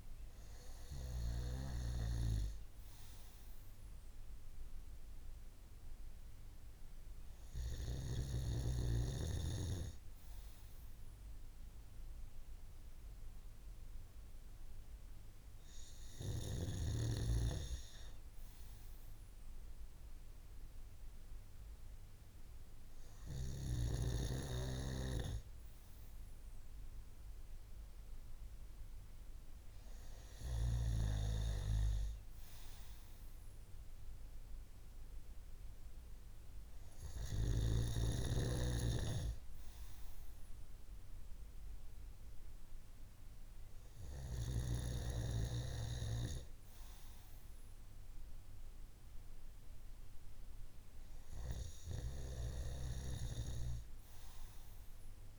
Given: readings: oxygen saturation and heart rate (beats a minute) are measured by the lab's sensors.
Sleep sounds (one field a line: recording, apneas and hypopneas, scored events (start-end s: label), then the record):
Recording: breathing in sleep by a room microphone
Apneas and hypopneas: none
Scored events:
52.00-55.39 s: snoring (device-marked)
From the record:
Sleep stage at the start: N2 (light sleep)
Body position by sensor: on the right side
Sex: male